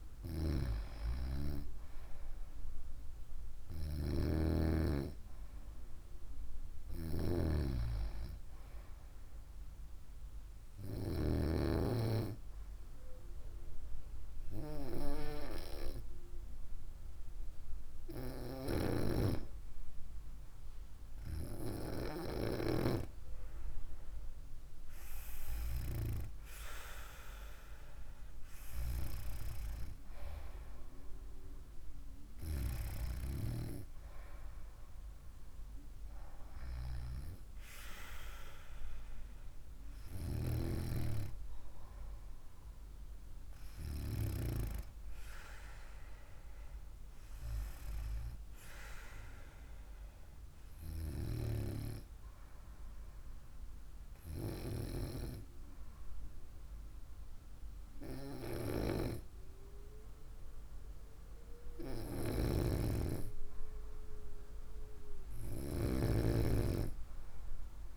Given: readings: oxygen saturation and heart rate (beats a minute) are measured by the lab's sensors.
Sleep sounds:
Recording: breathing in sleep by a room microphone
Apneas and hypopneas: 2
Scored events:
13.00-24.00 s: hypopnea (oxygen 96% before, 95% lowest, heart rate 62 before, 63 extreme, up 3 after)
26.00-29.50 s: arousal
50.50-61.50 s: hypopnea (oxygen 96% before, 95% lowest, heart rate 65 before, 58 extreme, up 4 after)
64.00-66.50 s: arousal
From the record:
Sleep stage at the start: N2 (light sleep)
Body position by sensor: on the right side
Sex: female

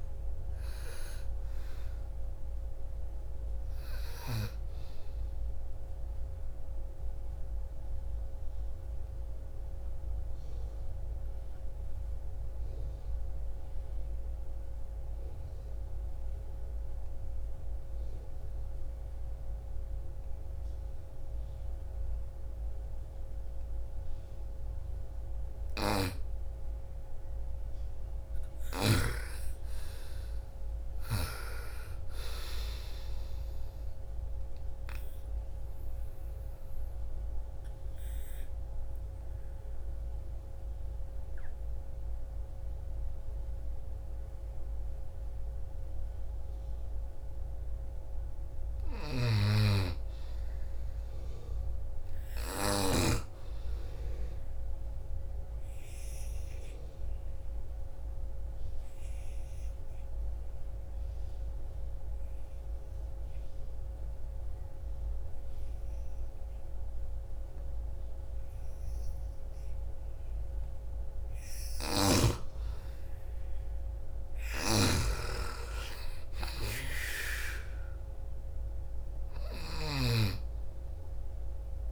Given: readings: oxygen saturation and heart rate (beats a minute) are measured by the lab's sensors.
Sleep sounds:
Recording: breathing in sleep by a room microphone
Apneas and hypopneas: 3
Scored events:
0.00-12.50 s: oxygen desaturation (device-marked, oxygen 80% lowest, heart rate 48 extreme)
5.50-24.50 s: obstructive apnea (oxygen 98% before, 80% lowest, heart rate 63 before, 49 extreme, up 3 after)
25.50-29.50 s: arousal
31.50-47.50 s: oxygen desaturation (device-marked, oxygen 98% before, 88% lowest, heart rate 57 before, 38 extreme)
34.50-47.50 s: obstructive apnea (oxygen 99% before, 84% lowest, heart rate 58 before, 38 extreme, up 0 after)
48.00-52.50 s: snoring (device-marked)
48.50-52.50 s: arousal
52.50-66.50 s: oxygen desaturation (device-marked, oxygen 98% before, 91% lowest, heart rate 57 before, 47 extreme)
57.00-71.00 s: obstructive apnea (oxygen 98% before, 84% lowest, heart rate 54 before, 40 extreme, up 12 after)
71.50-75.50 s: arousal
72.50-81.92 s: oxygen desaturation (device-marked, oxygen 95% before, 84% lowest, heart rate 55 before, 40 extreme)
73.50-79.00 s: snoring (device-marked)
From the record:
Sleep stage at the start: N2 (light sleep)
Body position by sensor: on the right side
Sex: female

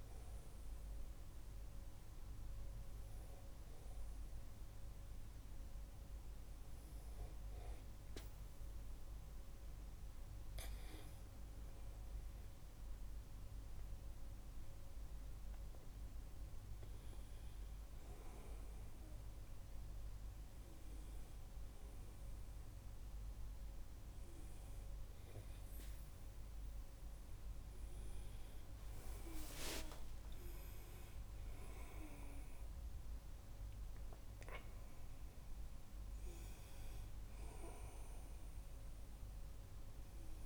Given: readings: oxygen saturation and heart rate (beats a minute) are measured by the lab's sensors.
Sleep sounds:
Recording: breathing in sleep by a room microphone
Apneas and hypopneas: none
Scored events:
18.00-40.46 s: new sleep stage, N1 (lightest sleep)
29.00-35.00 s: arousal
From the record:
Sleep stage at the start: N2 (light sleep)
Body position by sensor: on the back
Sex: male

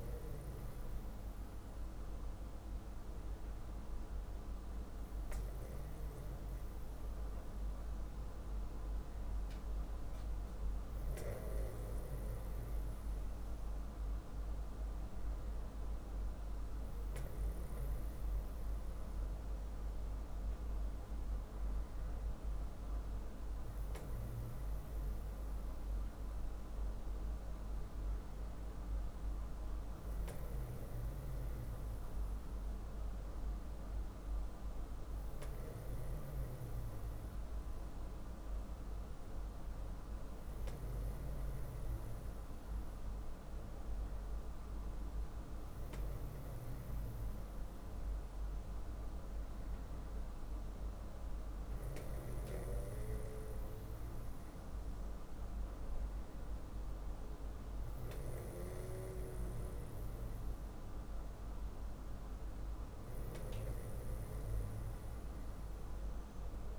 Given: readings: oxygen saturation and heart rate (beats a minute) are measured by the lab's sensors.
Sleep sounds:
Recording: breathing in sleep, hard to hear, by a room microphone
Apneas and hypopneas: none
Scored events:
none scored
From the record:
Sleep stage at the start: N2 (light sleep)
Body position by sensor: on the back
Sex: male

